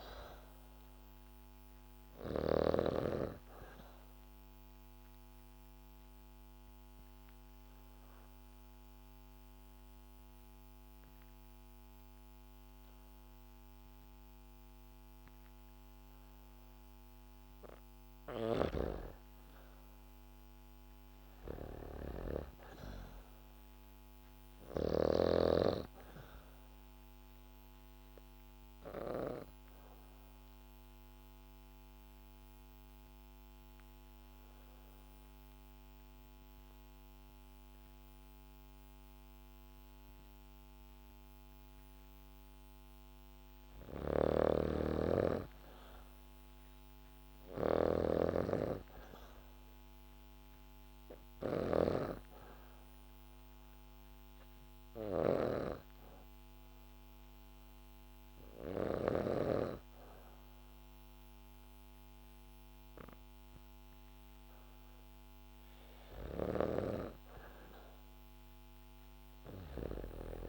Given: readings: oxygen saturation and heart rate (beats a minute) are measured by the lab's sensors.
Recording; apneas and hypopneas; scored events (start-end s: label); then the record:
breathing in sleep by a microphone on the trachea; 3
0.00-2.00 s: snoring (device-marked)
2.50-16.50 s: oxygen desaturation (device-marked, oxygen 98% before, 93% lowest, heart rate 67 before, 64 extreme)
3.00-17.50 s: obstructive apnea (oxygen 98% before, 92% lowest, heart rate 67 before, 64 extreme, up 4 after)
18.00-25.00 s: snoring (device-marked)
19.50-22.50 s: arousal
23.50-41.50 s: oxygen desaturation (device-marked, oxygen 97% before, 93% lowest, heart rate 70 before, 64 extreme)
27.00-42.00 s: obstructive apnea (oxygen 97% before, 92% lowest, heart rate 70 before, 64 extreme, up 8 after)
43.50-58.50 s: snoring (device-marked)
44.50-48.50 s: arousal
51.50-66.50 s: oxygen desaturation (device-marked, oxygen 98% before, 92% lowest, heart rate 69 before, 68 extreme)
53.00-64.00 s: hypopnea (oxygen 98% before, 88% lowest, heart rate 69 before, 68 extreme, up 4 after)
66.00-69.50 s: arousal
66.00-70.49 s: snoring (device-marked)
From the record:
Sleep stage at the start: N2 (light sleep); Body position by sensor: on the back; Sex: female